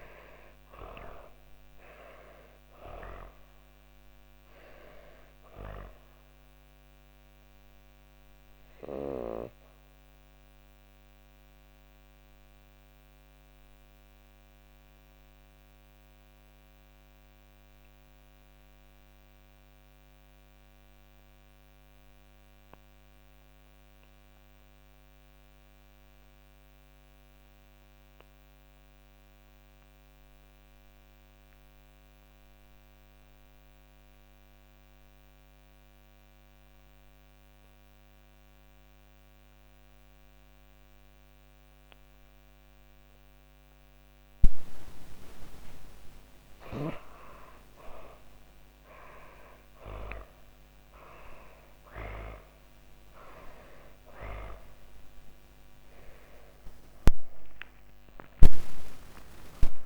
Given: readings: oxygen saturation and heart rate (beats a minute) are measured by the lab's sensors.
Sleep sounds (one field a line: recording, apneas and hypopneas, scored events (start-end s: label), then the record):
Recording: breathing in sleep by a microphone on the trachea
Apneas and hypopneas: 1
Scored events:
0.00-27.50 s: oxygen desaturation (device-marked, oxygen 76% lowest, heart rate 76 extreme)
8.50-42.00 s: obstructive apnea (oxygen 97% before, 76% lowest, heart rate 143 before, 76 extreme, up 21 after)
39.50-59.86 s: oxygen desaturation (device-marked, oxygen 99% before, 78% lowest, heart rate 124 before, 86 extreme)
56.00-59.86 s: arousal
From the record:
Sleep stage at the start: N2 (light sleep)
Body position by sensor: on the back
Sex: female